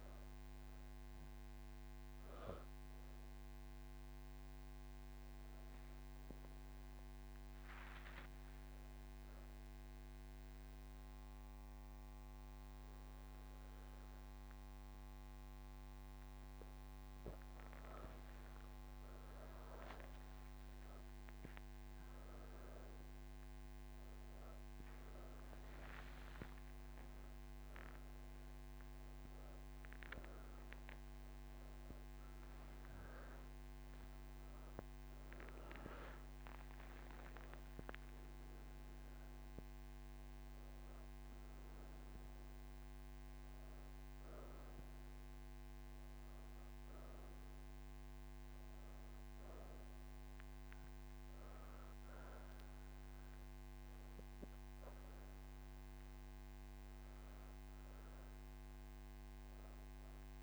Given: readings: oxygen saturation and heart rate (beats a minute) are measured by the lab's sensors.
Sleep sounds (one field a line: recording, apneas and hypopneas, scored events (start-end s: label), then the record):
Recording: breathing in sleep, hard to hear, by a microphone on the trachea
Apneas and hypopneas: none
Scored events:
56.00-60.43 s: oxygen desaturation (device-marked, oxygen 95% before, 92% lowest, heart rate 49 before, 28 extreme)
From the record:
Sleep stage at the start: N3 (deep sleep)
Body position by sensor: on the back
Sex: female